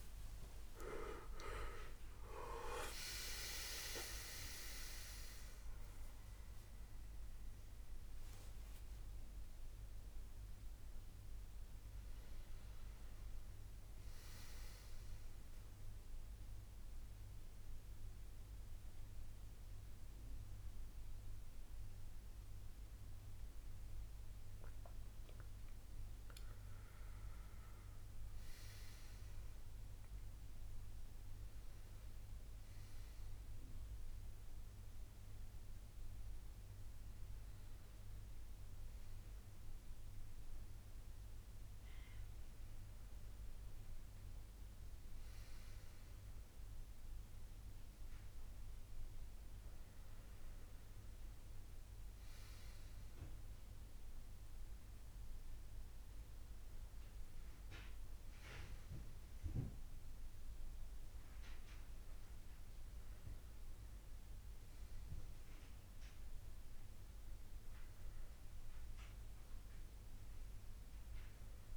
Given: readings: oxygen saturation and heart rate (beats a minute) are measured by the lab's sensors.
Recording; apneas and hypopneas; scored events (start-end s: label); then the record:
a person awake in a sleep study, by a room microphone; none
29.00-46.00 s: oxygen desaturation (device-marked, oxygen 99% before, 95% lowest, heart rate 82 before, 81 extreme)
From the record:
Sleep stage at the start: awake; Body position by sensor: on the back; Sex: male